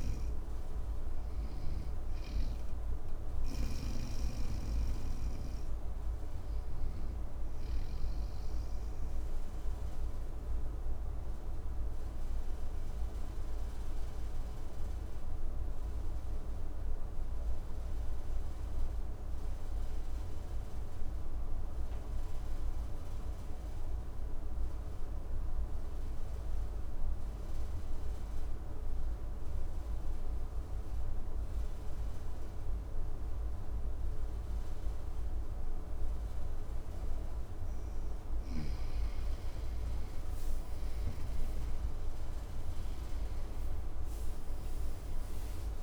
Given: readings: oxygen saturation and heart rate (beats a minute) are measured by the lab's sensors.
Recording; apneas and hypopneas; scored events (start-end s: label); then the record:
breathing in sleep, hard to hear, by a room microphone; 1
0.00-13.00 s: oxygen desaturation (device-marked, oxygen 95% lowest, heart rate 54 extreme)
9.00-37.50 s: obstructive apnea (oxygen 99% before, 91% lowest, heart rate 58 before, 54 extreme, up 11 after)
33.00-45.83 s: oxygen desaturation (device-marked, oxygen 98% before, 91% lowest, heart rate 55 before, 55 extreme)
39.50-43.50 s: arousal
From the record:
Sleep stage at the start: N2 (light sleep); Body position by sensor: on the right side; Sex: male